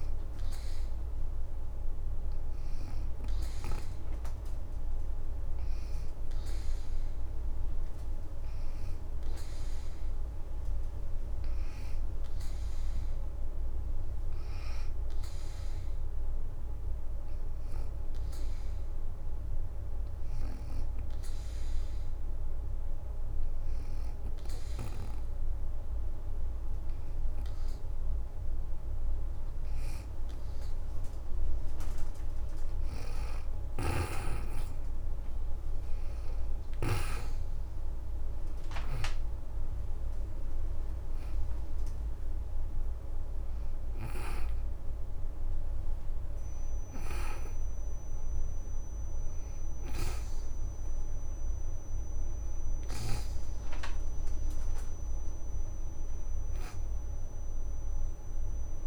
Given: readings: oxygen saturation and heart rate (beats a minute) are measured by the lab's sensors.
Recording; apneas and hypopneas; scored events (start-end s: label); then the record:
breathing in sleep by a room microphone; 1
17.00-29.50 s: hypopnea (oxygen 91% before, 82% lowest, heart rate 81 before, 59 extreme, up 4 after)
32.00-33.50 s: leg movement (device-marked)
33.00-36.50 s: snoring (device-marked)
38.00-41.50 s: arousal
44.50-47.00 s: leg movement (device-marked)
47.50-58.87 s: oxygen desaturation (device-marked, oxygen 87% before, 82% lowest, heart rate 81 before, 69 extreme)
From the record:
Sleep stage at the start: N2 (light sleep); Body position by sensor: on the back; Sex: female